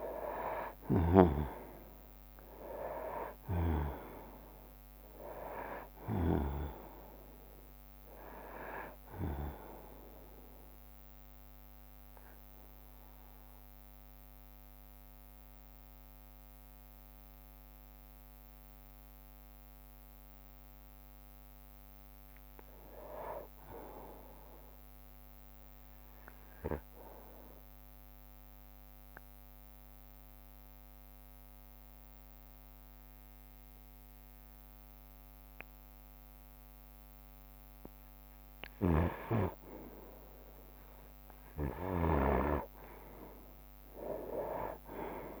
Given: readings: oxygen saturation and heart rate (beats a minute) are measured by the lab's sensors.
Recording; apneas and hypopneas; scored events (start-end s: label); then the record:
breathing in sleep by a microphone on the trachea; 2
0.00-10.50 s: drop in pulse transit time (device-marked, heart rate 66 extreme)
0.00-24.50 s: oxygen desaturation (device-marked, oxygen 90% lowest, heart rate 59 extreme)
0.50-2.50 s: long interval between heartbeats (device-marked, heart rate 61 before, 70 extreme)
11.00-21.00 s: obstructive apnea (oxygen 97% before, 90% lowest, heart rate 67 before, 59 extreme, up 3 after)
15.50-19.50 s: bradycardia (device-marked, heart rate 70 before, 59 extreme)
21.50-25.50 s: arousal
28.00-39.00 s: obstructive apnea (oxygen 98% before, 90% lowest, heart rate 63 before, 61 extreme, up 7 after)
35.50-45.40 s: oxygen desaturation (device-marked, oxygen 98% before, 90% lowest, heart rate 61 before, 59 extreme)
43.50-45.40 s: arousal
From the record:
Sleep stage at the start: N2 (light sleep); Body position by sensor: on the right side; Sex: male